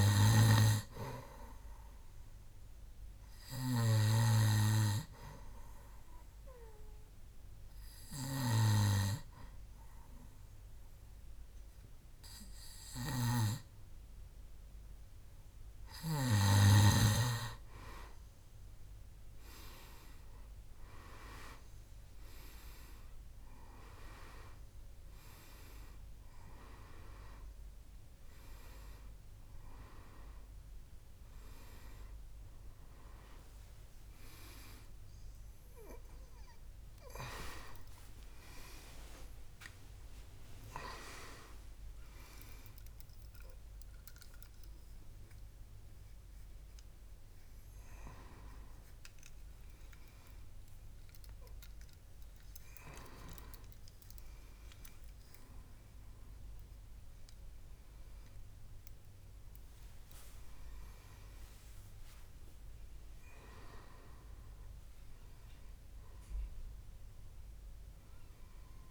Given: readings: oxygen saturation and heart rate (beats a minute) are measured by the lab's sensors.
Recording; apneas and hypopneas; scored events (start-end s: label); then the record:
a person awake in a sleep study, by a room microphone; 1
1.00-14.00 s: oxygen desaturation (device-marked, oxygen 98% before, 94% lowest, heart rate 69 before, 67 extreme)
5.50-17.50 s: obstructive apnea (oxygen 98% before, 91% lowest, heart rate 69 before, 67 extreme, up 8 after)
13.00-17.50 s: snoring (device-marked)
21.00-68.91 s: new sleep stage, awake
23.00-48.00 s: oxygen desaturation (device-marked, oxygen 95% before, 91% lowest, heart rate 69 before, 71 extreme)
34.00-36.00 s: long interval between heartbeats (device-marked, heart rate 73 before, 85 extreme)
From the record:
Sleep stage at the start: N2 (light sleep); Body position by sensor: on the back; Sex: male